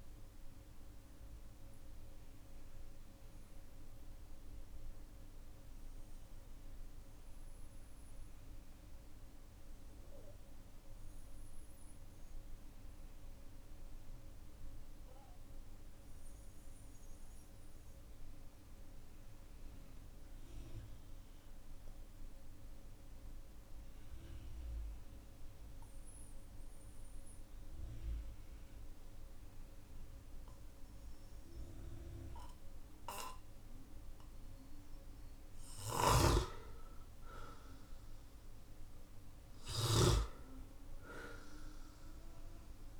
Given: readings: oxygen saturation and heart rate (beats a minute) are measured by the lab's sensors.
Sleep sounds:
breathing in sleep by a room microphone; 1
0.00-17.50 s: oxygen desaturation (device-marked, oxygen 92% lowest, heart rate 45 extreme)
0.50-33.50 s: obstructive apnea (oxygen 98% before, 92% lowest, heart rate 54 before, 43 extreme, up 9 after)
35.50-43.00 s: snoring (device-marked)
40.50-43.00 s: arousal
40.50-43.00 s: oxygen desaturation (device-marked, oxygen 98% before, 92% lowest, heart rate 56 before, 43 extreme)
From the record:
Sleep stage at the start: N2 (light sleep); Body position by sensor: on the back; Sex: male

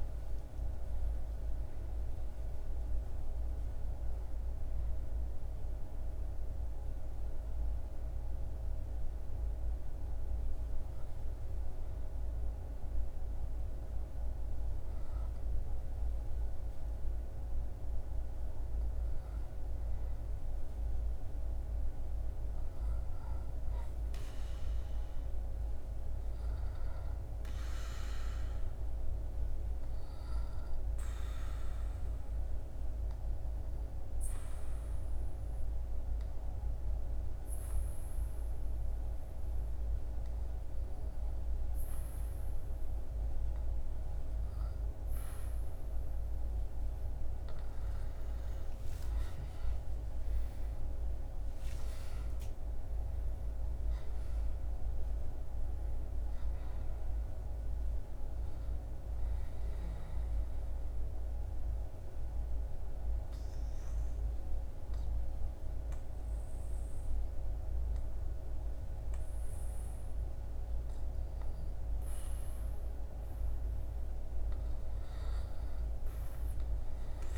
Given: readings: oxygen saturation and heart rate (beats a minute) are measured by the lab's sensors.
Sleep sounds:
breathing in sleep, hard to hear, by a room microphone; 3
6.50-18.50 s: hypopnea (oxygen 98% before, 94% lowest, heart rate 92 before, 72 extreme, up 1 after)
21.00-25.00 s: arousal
30.00-45.50 s: obstructive apnea (oxygen 98% before, 94% lowest, heart rate 76 before, 73 extreme, up 10 after)
47.00-50.50 s: arousal
59.50-73.00 s: obstructive apnea (oxygen 97% before, 94% lowest, heart rate 78 before, 70 extreme, up 10 after)
75.00-77.38 s: arousal
From the record:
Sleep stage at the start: N2 (light sleep); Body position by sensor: on the back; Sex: male

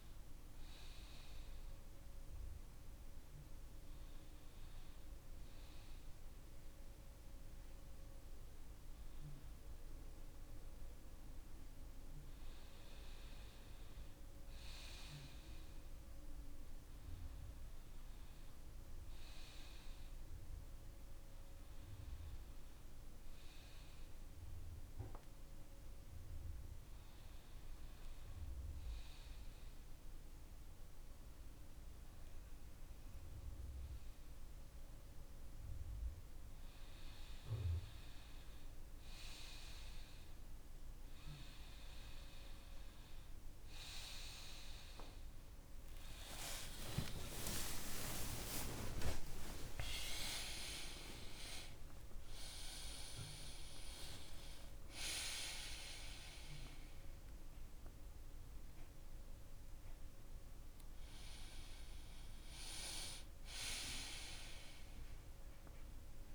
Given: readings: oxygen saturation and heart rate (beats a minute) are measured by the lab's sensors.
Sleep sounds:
breathing in sleep by a room microphone; none
46.00-52.00 s: arousal
62.00-66.35 s: new sleep stage, N1 (lightest sleep)
From the record:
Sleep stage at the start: N2 (light sleep); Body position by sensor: on the front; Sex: male

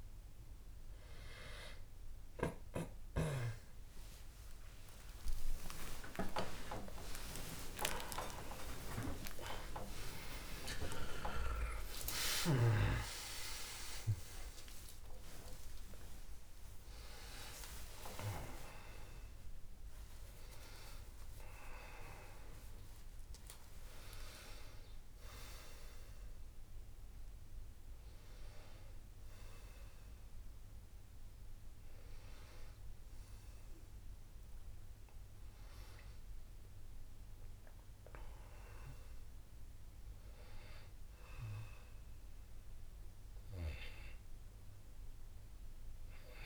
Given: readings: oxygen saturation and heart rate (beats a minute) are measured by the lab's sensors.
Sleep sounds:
a person awake in a sleep study, by a room microphone; none
0.00-13.00 s: oxygen desaturation (device-marked, oxygen 88% lowest, heart rate 86 extreme)
5.00-35.00 s: new sleep stage, awake
35.00-46.46 s: new sleep stage, N2 (light sleep)
From the record:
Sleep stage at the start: N2 (light sleep); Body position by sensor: on the back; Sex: male

